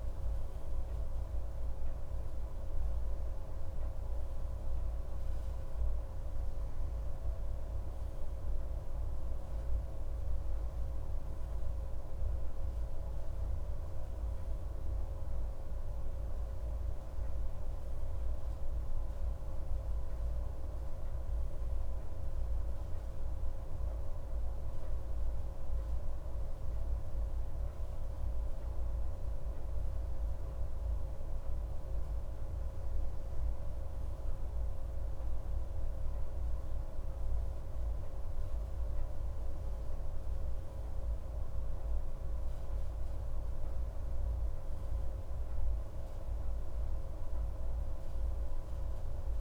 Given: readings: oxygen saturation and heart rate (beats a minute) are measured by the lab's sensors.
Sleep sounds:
breathing in sleep, hard to hear, by a room microphone; none
none scored
From the record:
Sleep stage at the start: N2 (light sleep); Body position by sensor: on the right side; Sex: male

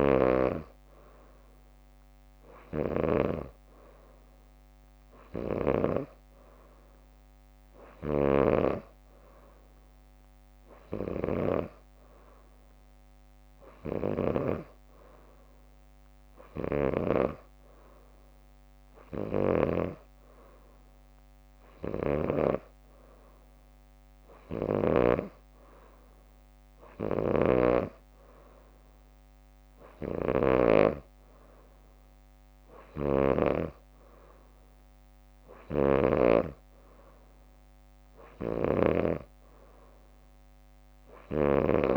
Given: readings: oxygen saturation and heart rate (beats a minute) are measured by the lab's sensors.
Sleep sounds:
breathing in sleep by a microphone on the trachea; none
16.50-18.00 s: leg movement (device-marked)
27.00-34.50 s: leg movement (device-marked)
33.00-41.97 s: snoring (device-marked)
From the record:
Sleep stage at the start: N2 (light sleep); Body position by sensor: on the back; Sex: female

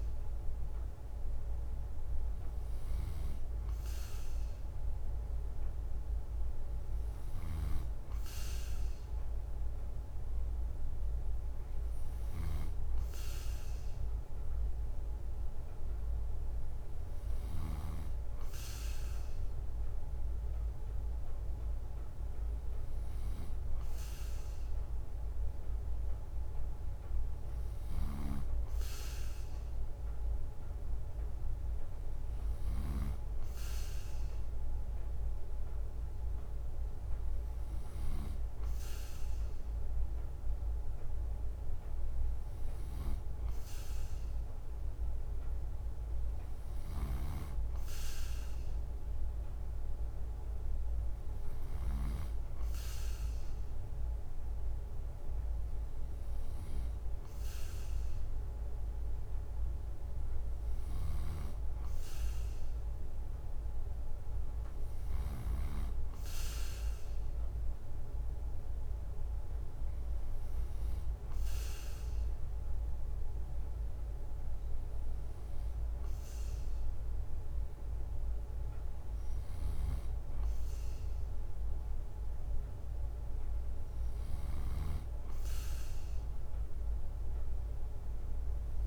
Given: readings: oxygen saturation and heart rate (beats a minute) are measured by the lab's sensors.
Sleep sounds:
breathing in sleep, hard to hear, by a room microphone; none
0.00-17.50 s: snoring (device-marked)
46.50-52.00 s: snoring (device-marked)
60.50-65.50 s: snoring (device-marked)
79.00-88.87 s: snoring (device-marked)
From the record:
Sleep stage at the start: N2 (light sleep); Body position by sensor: on the right side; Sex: male

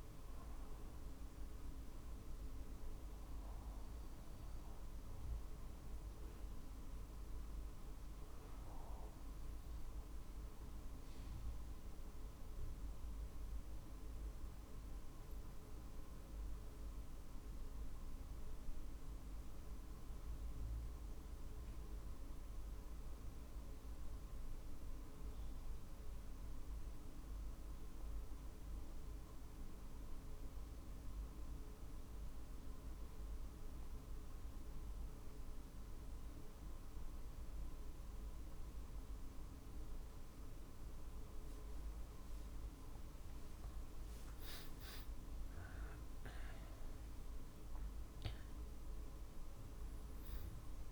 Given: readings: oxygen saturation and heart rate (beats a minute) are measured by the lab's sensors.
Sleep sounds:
breathing in sleep, hard to hear, by a room microphone; 1
11.00-40.00 s: obstructive apnea (oxygen 98% before, 89% lowest, heart rate 49 before, 47 extreme, up 3 after)
43.00-47.00 s: arousal
44.50-50.91 s: drop in pulse transit time (device-marked, heart rate 48 before, 49 extreme)
From the record:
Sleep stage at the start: N2 (light sleep); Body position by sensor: on the back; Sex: male

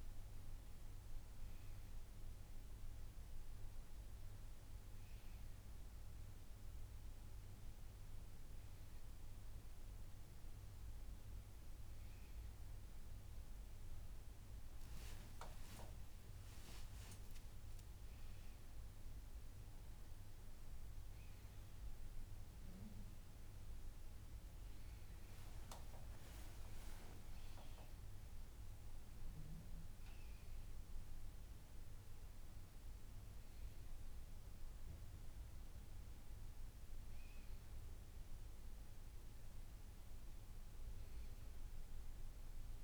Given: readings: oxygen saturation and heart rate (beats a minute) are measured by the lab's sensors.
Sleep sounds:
a person awake in a sleep study, hard to hear, by a room microphone; none
none scored
From the record:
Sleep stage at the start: awake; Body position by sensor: on the front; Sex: female

